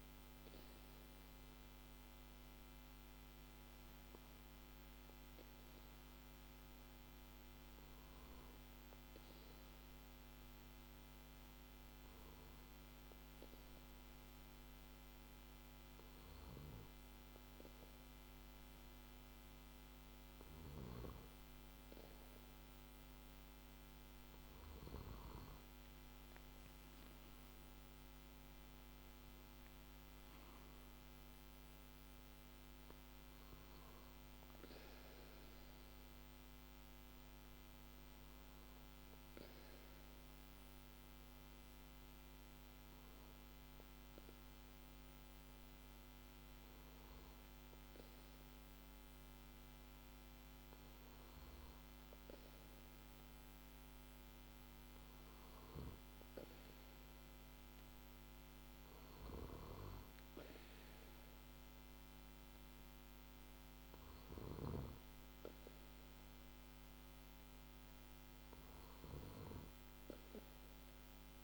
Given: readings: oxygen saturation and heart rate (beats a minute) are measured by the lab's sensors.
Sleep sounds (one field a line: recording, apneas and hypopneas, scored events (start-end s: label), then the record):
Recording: breathing in sleep, hard to hear, by a microphone on the trachea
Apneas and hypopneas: 1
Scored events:
10.00-21.00 s: hypopnea (oxygen 96% before, 94% lowest, heart rate 53 before, 47 extreme, up 5 after)
22.00-26.00 s: arousal
From the record:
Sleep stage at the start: N2 (light sleep)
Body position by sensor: on the back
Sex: male